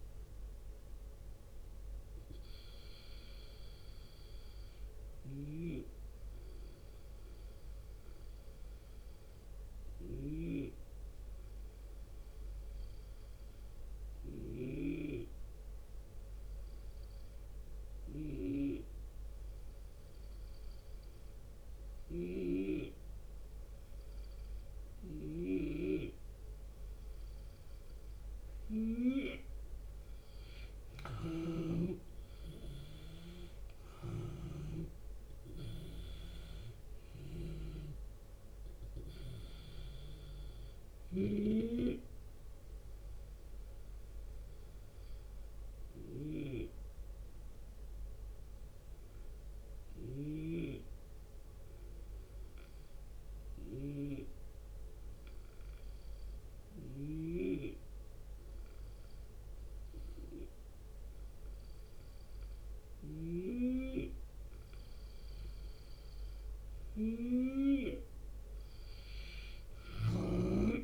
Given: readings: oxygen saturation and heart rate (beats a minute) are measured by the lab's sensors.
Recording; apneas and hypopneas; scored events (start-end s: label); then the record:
breathing in sleep by a room microphone; 2
0.00-5.00 s: drop in pulse transit time (device-marked, heart rate 80 extreme)
5.00-28.00 s: hypopnea (oxygen 88% before, 84% lowest, heart rate 80 before, 68 extreme, up 8 after)
9.50-63.00 s: snoring (device-marked)
14.00-24.00 s: drop in pulse transit time (device-marked, heart rate 79 before, 74 extreme)
29.50-34.50 s: arousal
35.00-42.00 s: drop in pulse transit time (device-marked, heart rate 77 before, 78 extreme)
38.00-66.00 s: oxygen desaturation (device-marked, oxygen 95% before, 88% lowest, heart rate 79 before, 68 extreme)
42.00-62.00 s: obstructive apnea (oxygen 95% before, 88% lowest, heart rate 80 before, 68 extreme, up 5 after)
52.00-62.00 s: drop in pulse transit time (device-marked, heart rate 77 before, 68 extreme)
69.00-70.84 s: snoring (device-marked)
From the record:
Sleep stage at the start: N2 (light sleep); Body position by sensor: on the left side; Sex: male